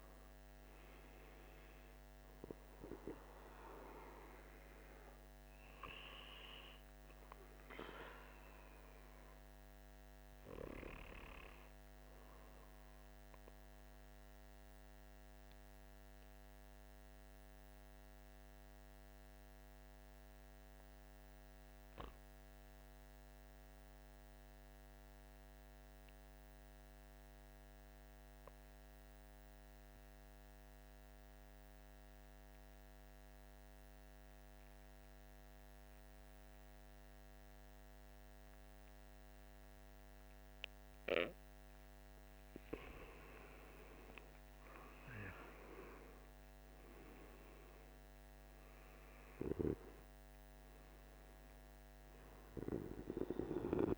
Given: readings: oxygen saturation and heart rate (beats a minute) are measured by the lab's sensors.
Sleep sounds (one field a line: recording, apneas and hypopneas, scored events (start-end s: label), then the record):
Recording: breathing in sleep by a microphone on the trachea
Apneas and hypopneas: 1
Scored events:
0.00-15.50 s: oxygen desaturation (device-marked, oxygen 90% lowest, heart rate 48 extreme)
14.00-41.00 s: mixed apnea (oxygen 97% before, 88% lowest, heart rate 53 before, 47 extreme, up 10 after)
37.50-53.98 s: oxygen desaturation (device-marked, oxygen 98% before, 88% lowest, heart rate 50 before, 47 extreme)
43.50-47.50 s: arousal
From the record:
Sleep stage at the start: N2 (light sleep)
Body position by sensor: on the back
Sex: male